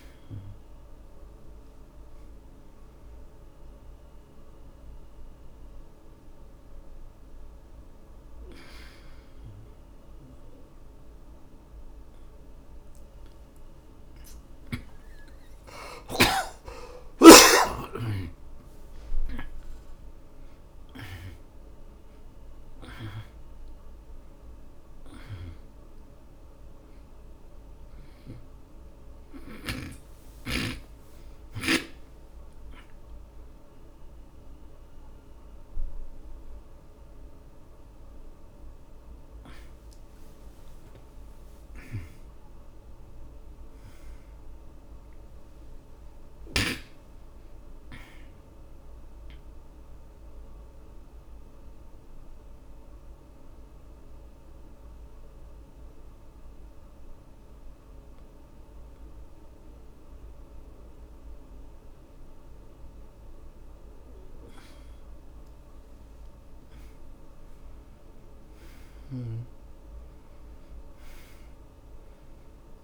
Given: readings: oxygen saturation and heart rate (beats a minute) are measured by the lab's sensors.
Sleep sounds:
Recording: breathing in sleep by a room microphone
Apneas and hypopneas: 2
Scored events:
5.00-15.00 s: hypopnea (oxygen 96% before, 84% lowest)
8.50-16.50 s: oxygen desaturation (device-marked, oxygen 94% before, 89% lowest)
16.00-20.00 s: arousal
28.50-39.50 s: oxygen desaturation (device-marked, oxygen 90% before, 84% lowest)
41.50-47.00 s: arousal
52.00-64.50 s: mixed apnea (oxygen 98% before, 81% lowest)
53.50-60.50 s: oxygen desaturation (device-marked, oxygen 97% before, 90% lowest)
66.50-72.84 s: oxygen desaturation (device-marked, oxygen 93% before, 81% lowest)
67.00-71.00 s: arousal
From the record:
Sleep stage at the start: N2 (light sleep)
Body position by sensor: on the back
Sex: male

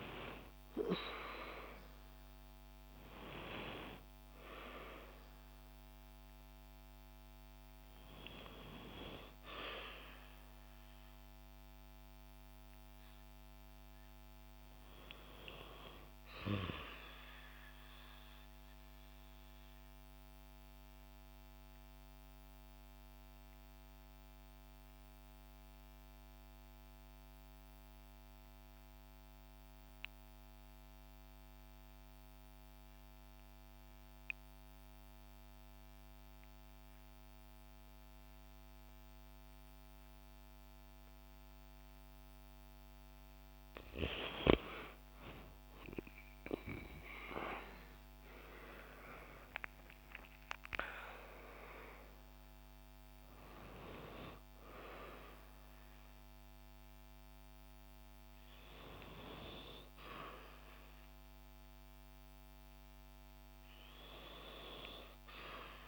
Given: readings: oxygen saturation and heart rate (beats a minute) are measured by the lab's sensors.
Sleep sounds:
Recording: breathing in sleep by a microphone on the trachea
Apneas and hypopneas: 1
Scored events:
0.00-2.00 s: arousal
0.00-20.00 s: oxygen desaturation (device-marked, oxygen 86% lowest, heart rate 58 extreme)
17.00-42.00 s: obstructive apnea (oxygen 90% before, 86% lowest, heart rate 67 before, 58 extreme, up 20 after)
41.00-65.88 s: oxygen desaturation (device-marked, oxygen 96% before, 86% lowest, heart rate 60 before, 56 extreme)
44.00-48.50 s: arousal
From the record:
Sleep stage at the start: REM sleep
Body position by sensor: on the back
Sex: female

